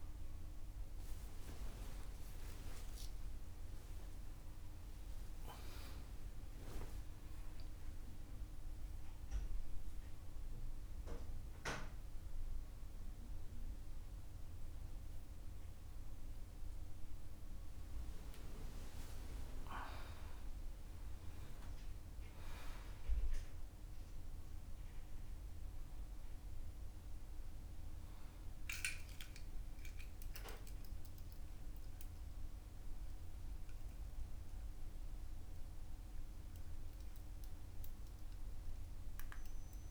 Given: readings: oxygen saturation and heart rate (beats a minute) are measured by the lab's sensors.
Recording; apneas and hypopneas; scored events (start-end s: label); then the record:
a person awake in a sleep study, by a room microphone; none
none scored
From the record:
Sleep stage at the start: awake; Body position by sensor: on the right side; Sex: male